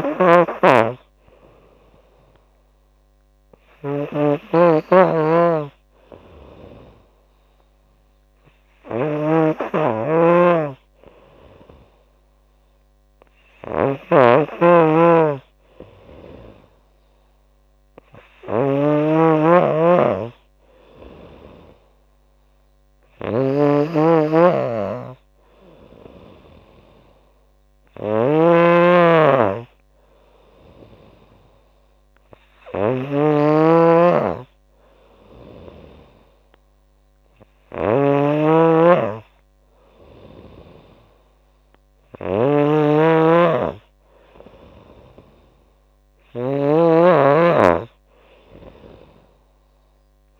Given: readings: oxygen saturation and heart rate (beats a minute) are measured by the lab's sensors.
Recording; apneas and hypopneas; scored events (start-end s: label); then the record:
breathing in sleep by a microphone on the trachea; none
0.00-50.40 s: snoring (device-marked)
From the record:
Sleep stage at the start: N2 (light sleep); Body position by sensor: on the back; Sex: female